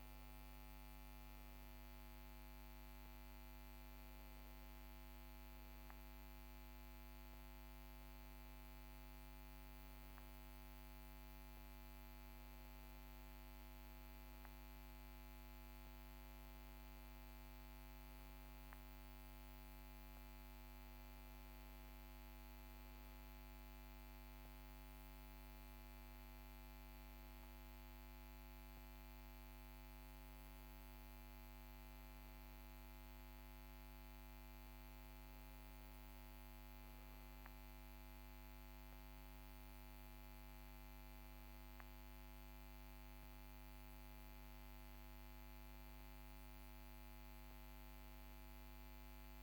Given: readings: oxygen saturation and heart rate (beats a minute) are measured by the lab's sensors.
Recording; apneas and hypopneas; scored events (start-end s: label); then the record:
breathing in sleep, hard to hear, by a microphone on the trachea; none
none scored
From the record:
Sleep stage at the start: N1 (lightest sleep); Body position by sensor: on the back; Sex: male